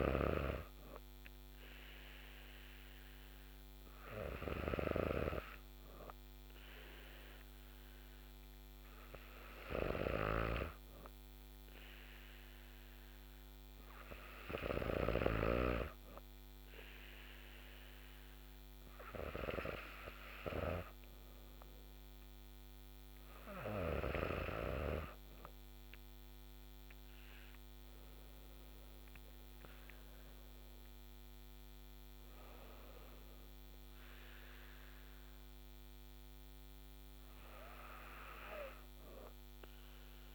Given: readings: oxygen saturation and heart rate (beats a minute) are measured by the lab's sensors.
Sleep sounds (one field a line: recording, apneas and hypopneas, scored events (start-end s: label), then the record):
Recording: breathing in sleep by a microphone on the trachea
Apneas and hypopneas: none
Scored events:
none scored
From the record:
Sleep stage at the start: N3 (deep sleep)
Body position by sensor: on the back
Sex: female